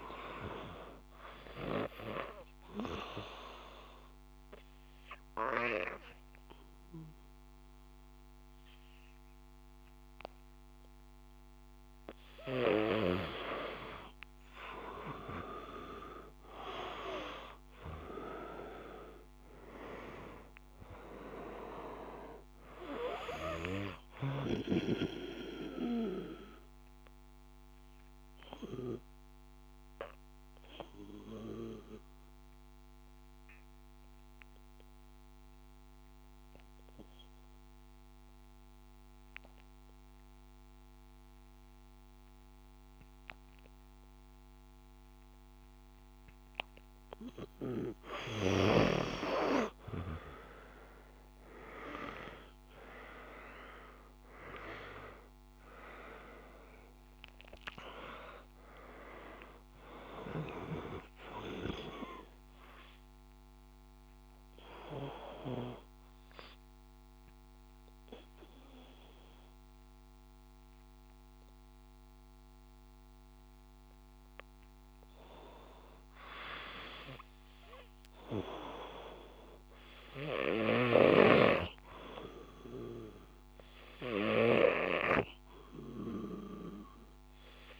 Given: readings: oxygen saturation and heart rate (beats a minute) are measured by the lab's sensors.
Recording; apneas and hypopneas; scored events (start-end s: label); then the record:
breathing in sleep by a microphone on the trachea; 3
0.50-12.50 s: obstructive apnea (oxygen 98% before, 91% lowest, heart rate 57 before, 56 extreme, up 4 after)
4.50-13.50 s: oxygen desaturation (device-marked, oxygen 98% before, 93% lowest, heart rate 58 before, 56 extreme)
15.00-19.00 s: arousal
24.50-45.50 s: obstructive apnea (oxygen 98% before, 89% lowest, heart rate 58 before, 55 extreme, up 1 after)
50.00-54.50 s: arousal
52.50-79.50 s: oxygen desaturation (device-marked, oxygen 97% before, 89% lowest, heart rate 57 before, 53 extreme)
61.00-73.50 s: obstructive apnea (oxygen 97% before, 89% lowest, heart rate 57 before, 53 extreme, up 2 after)
80.50-84.50 s: arousal
From the record:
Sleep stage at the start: N2 (light sleep); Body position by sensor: on the back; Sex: male